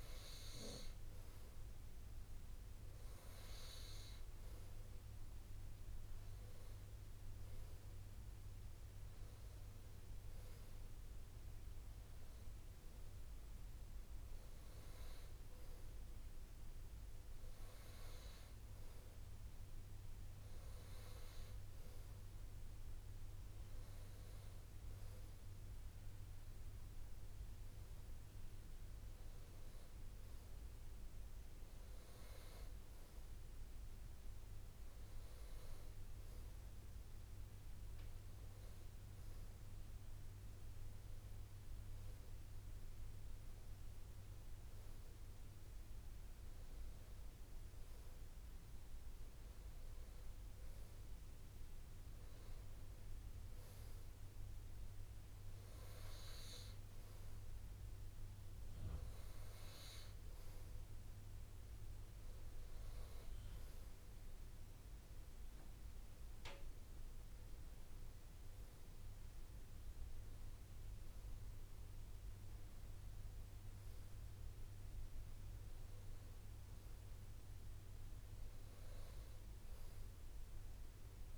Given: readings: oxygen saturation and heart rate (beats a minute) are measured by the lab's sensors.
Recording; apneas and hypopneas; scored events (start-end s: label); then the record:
breathing in sleep, hard to hear, by a room microphone; none
none scored
From the record:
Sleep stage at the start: REM sleep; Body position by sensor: on the right side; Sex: male